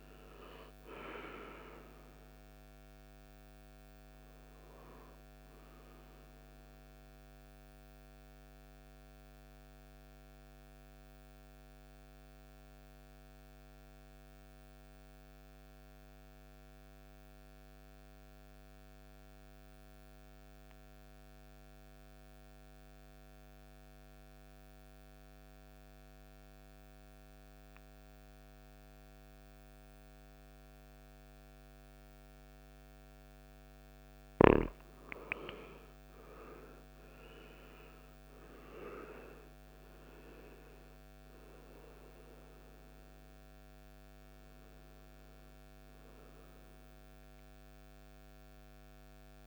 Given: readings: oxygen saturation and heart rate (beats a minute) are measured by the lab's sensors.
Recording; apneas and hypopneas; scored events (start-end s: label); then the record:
breathing in sleep by a microphone on the trachea; 1
0.00-16.00 s: oxygen desaturation (device-marked, oxygen 86% lowest, heart rate 53 extreme)
5.50-32.00 s: mixed apnea (oxygen 100% before, 86% lowest, heart rate 63 before, 53 extreme, up 14 after)
34.00-49.47 s: oxygen desaturation (device-marked, oxygen 98% before, 89% lowest, heart rate 56 before, 55 extreme)
35.50-40.00 s: arousal
From the record:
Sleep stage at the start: N2 (light sleep); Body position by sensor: on the right side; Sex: male